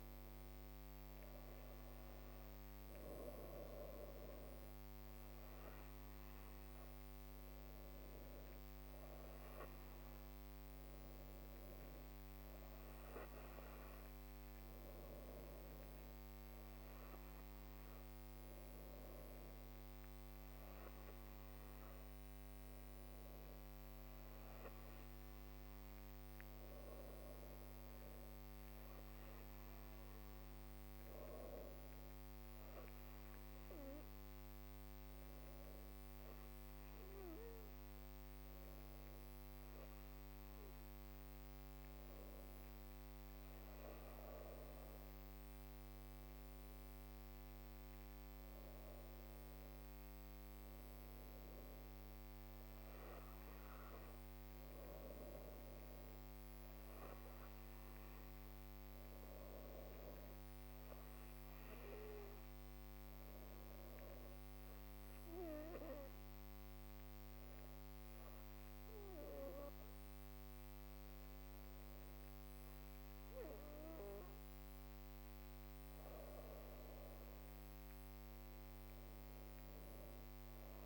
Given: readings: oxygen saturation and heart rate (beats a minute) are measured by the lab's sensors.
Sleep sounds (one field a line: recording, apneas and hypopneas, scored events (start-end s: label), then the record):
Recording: breathing in sleep by a microphone on the trachea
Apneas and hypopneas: 2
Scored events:
0.00-13.50 s: oxygen desaturation (device-marked, oxygen 94% lowest, heart rate 52 extreme)
26.00-41.00 s: hypopnea (oxygen 98% before, 96% lowest, heart rate 57 before, 52 extreme, up 20 after)
43.50-48.00 s: arousal
63.50-75.00 s: obstructive apnea (oxygen 98% before, 96% lowest, heart rate 61 before, 53 extreme, up 11 after)
76.50-80.00 s: arousal
From the record:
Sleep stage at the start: N2 (light sleep)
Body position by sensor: on the back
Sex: female